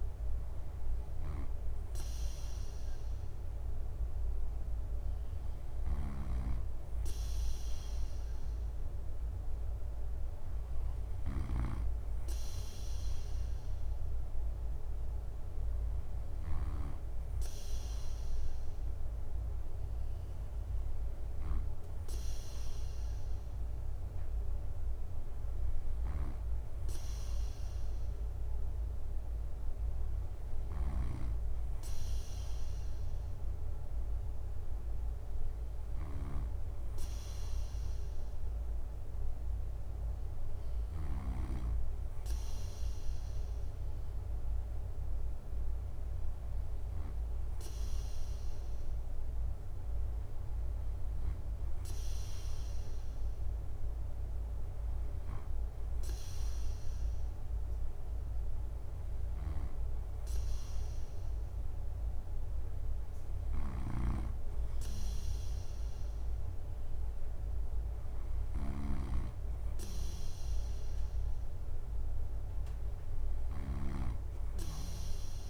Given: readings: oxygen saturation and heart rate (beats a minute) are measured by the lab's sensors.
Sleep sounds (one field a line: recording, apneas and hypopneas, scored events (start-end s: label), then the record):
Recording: breathing in sleep by a room microphone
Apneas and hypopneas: none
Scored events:
5.00-16.00 s: snoring (device-marked)
25.50-40.50 s: snoring (device-marked)
58.50-75.49 s: snoring (device-marked)
From the record:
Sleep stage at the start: N2 (light sleep)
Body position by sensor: on the right side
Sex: male